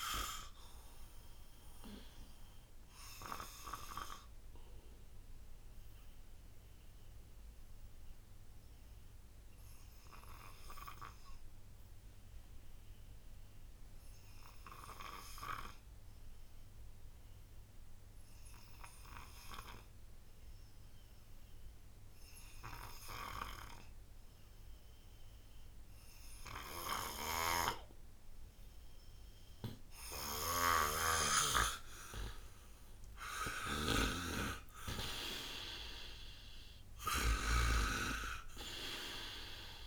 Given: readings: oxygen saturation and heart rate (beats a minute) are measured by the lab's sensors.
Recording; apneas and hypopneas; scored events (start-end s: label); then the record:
breathing in sleep by a room microphone; 1
0.00-15.00 s: oxygen desaturation (device-marked, oxygen 88% lowest, heart rate 58 extreme)
0.50-30.50 s: obstructive apnea (oxygen 98% before, 88% lowest, heart rate 64 before, 58 extreme, up 13 after)
27.00-39.87 s: snoring (device-marked)
30.00-39.87 s: oxygen desaturation (device-marked, oxygen 97% before, 88% lowest, heart rate 61 before, 56 extreme)
31.50-35.50 s: arousal
From the record:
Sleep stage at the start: N2 (light sleep); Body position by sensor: on the right side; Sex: male